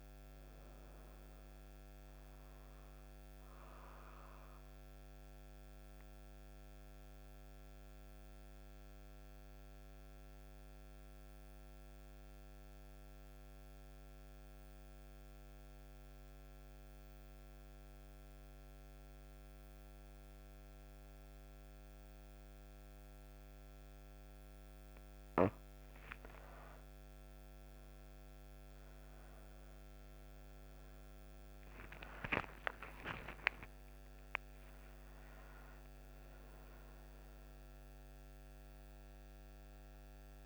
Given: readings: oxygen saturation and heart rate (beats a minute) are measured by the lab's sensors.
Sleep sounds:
breathing in sleep by a microphone on the trachea; 1
0.00-15.50 s: oxygen desaturation (device-marked, oxygen 91% lowest)
4.50-25.00 s: obstructive apnea (oxygen 97% before, 89% lowest)
26.50-32.50 s: arousal
28.50-40.46 s: oxygen desaturation (device-marked, oxygen 98% before, 89% lowest)
From the record:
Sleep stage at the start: N2 (light sleep); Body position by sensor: on the right side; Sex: female

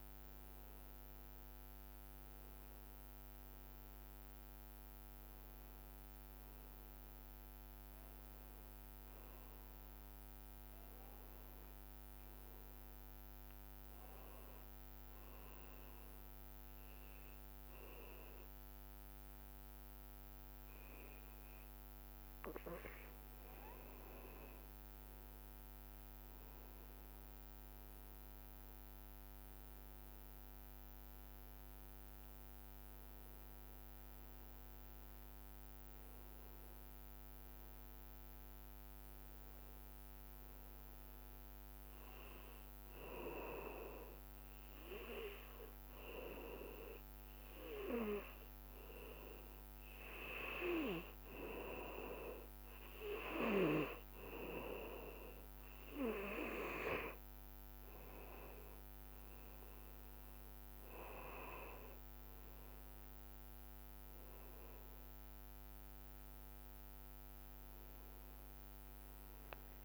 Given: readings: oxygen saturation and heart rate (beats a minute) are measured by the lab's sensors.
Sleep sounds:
breathing in sleep by a microphone on the trachea; 2
16.50-27.00 s: hypopnea (oxygen 98% before, 93% lowest, heart rate 82 before, 63 extreme, up 4 after)
29.00-33.00 s: arousal
31.50-44.50 s: oxygen desaturation (device-marked, oxygen 99% before, 93% lowest, heart rate 64 before, 61 extreme)
43.50-57.50 s: hypopnea (oxygen 99% before, 96% lowest, heart rate 66 before, 61 extreme, up 6 after)
From the record:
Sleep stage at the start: N2 (light sleep); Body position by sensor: on the back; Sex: male

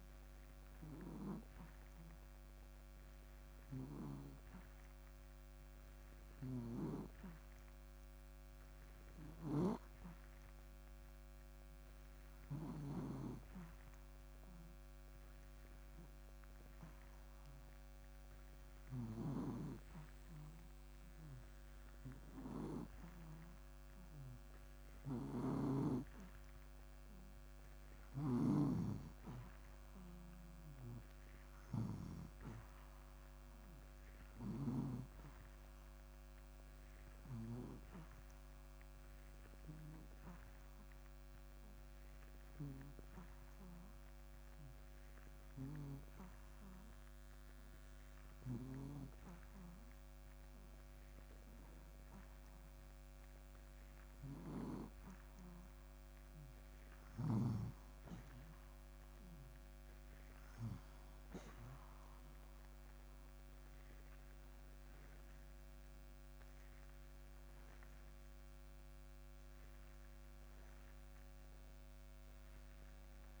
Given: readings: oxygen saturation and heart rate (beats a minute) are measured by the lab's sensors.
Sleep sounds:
breathing in sleep by a microphone on the trachea; 1
29.50-33.00 s: arousal
34.50-62.50 s: oxygen desaturation (device-marked, oxygen 92% before, 87% lowest, heart rate 62 before, 59 extreme)
37.50-53.50 s: hypopnea (oxygen 94% before, 87% lowest, heart rate 62 before, 60 extreme, up 2 after)
55.00-59.50 s: arousal
From the record:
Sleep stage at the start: N2 (light sleep); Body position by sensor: on the back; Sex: male

